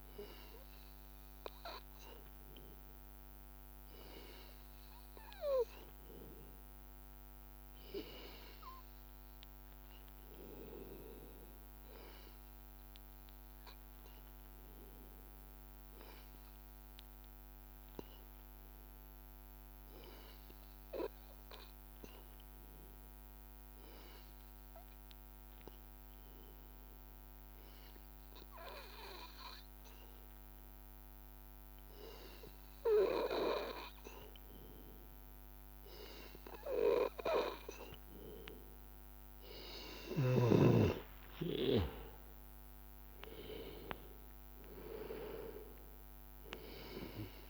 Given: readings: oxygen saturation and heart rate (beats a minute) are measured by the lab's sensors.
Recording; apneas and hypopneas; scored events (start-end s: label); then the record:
breathing in sleep by a microphone on the trachea; 1
0.00-9.50 s: oxygen desaturation (device-marked, oxygen 93% lowest, heart rate 82 extreme)
14.50-29.50 s: hypopnea (oxygen 97% before, 92% lowest, heart rate 84 before, 84 extreme, up 1 after)
28.50-47.50 s: oxygen desaturation (device-marked, oxygen 96% before, 92% lowest, heart rate 84 before, 83 extreme)
32.00-36.50 s: arousal
From the record:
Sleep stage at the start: N2 (light sleep); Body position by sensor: on the back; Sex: male